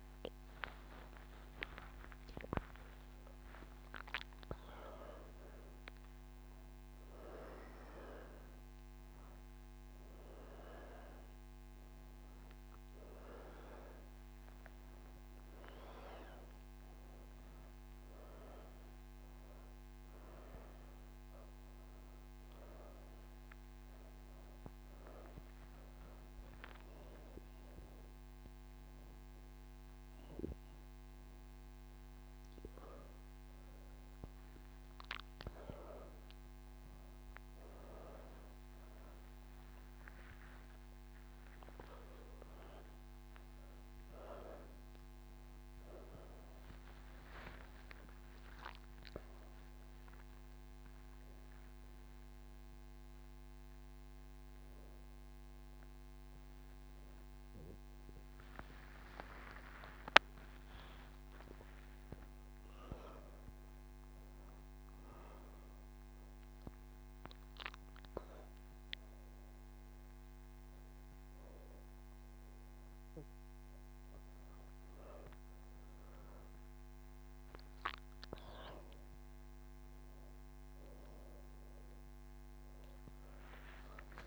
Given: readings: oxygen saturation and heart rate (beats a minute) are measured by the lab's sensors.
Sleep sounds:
breathing in sleep by a microphone on the trachea; none
30.50-43.50 s: oxygen desaturation (device-marked, oxygen 99% before, 96% lowest)
From the record:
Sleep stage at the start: N3 (deep sleep); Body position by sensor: on the back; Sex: female

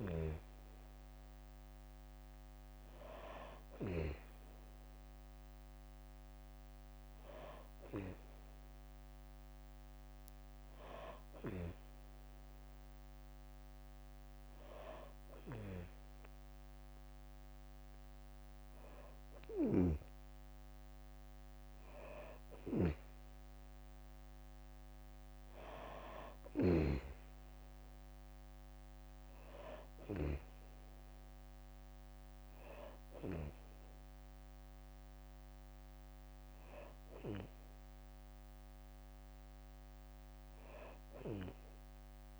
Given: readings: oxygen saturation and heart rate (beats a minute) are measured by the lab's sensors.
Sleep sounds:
breathing in sleep by a microphone on the trachea; none
0.00-1.00 s: bradycardia (device-marked, heart rate 33 extreme)
19.00-26.50 s: snoring (device-marked)
37.00-39.00 s: long interval between heartbeats (device-marked, heart rate 69 before, 76 extreme)
40.50-42.39 s: long interval between heartbeats (device-marked, heart rate 70 before, 94 extreme)
From the record:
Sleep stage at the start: N2 (light sleep); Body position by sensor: on the back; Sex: female

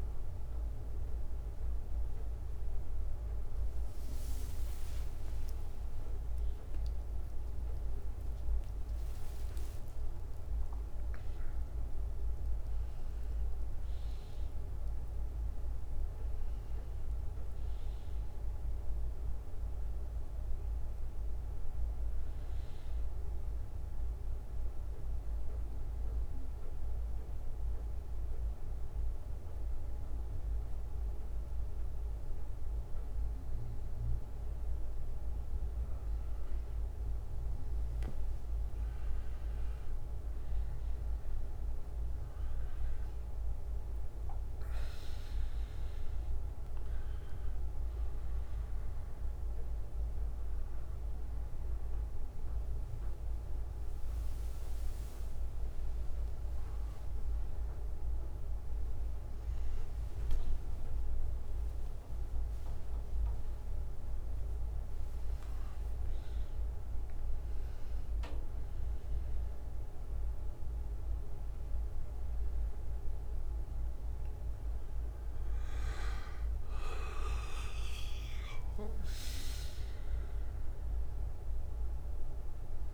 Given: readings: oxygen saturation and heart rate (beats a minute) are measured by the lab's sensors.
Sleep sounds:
breathing in sleep, hard to hear, by a room microphone; 2
0.00-16.50 s: oxygen desaturation (device-marked, oxygen 92% lowest, heart rate 49 extreme)
5.00-11.00 s: arousal
20.50-35.50 s: bradycardia (device-marked, heart rate 66 before, 49 extreme)
25.00-36.50 s: obstructive apnea (oxygen 96% before, 91% lowest, heart rate 66 before, 55 extreme, up 19 after)
39.00-43.50 s: arousal
48.00-59.50 s: hypopnea (oxygen 96% before, 91% lowest, heart rate 60 before, 55 extreme, up 13 after)
56.50-71.50 s: oxygen desaturation (device-marked, oxygen 94% before, 91% lowest, heart rate 65 before, 51 extreme)
61.50-65.00 s: arousal
75.50-77.50 s: bradycardia (device-marked, heart rate 66 before, 61 extreme)
78.50-81.50 s: bradycardia (device-marked, heart rate 66 before, 57 extreme)
80.00-82.94 s: arousal
From the record:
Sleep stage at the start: N1 (lightest sleep); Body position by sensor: on the back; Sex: male

